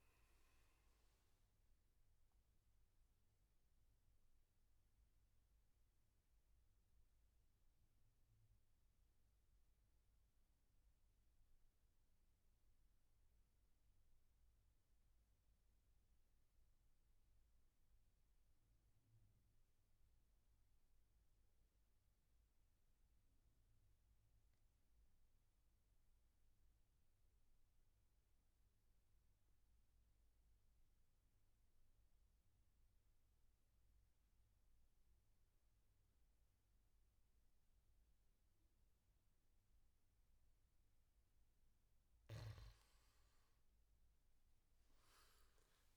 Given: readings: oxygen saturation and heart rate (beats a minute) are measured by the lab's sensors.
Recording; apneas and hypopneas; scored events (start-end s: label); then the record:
breathing in sleep, hard to hear, by a room microphone; 1
0.00-3.00 s: oxygen desaturation (device-marked, oxygen 91% lowest, heart rate 64 extreme)
3.00-41.00 s: mixed apnea (oxygen 95% before, 87% lowest, heart rate 82 before, 61 extreme, up 13 after)
32.00-45.97 s: oxygen desaturation (device-marked, oxygen 100% before, 87% lowest, heart rate 72 before, 61 extreme)
From the record:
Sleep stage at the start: N2 (light sleep); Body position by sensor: on the back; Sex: male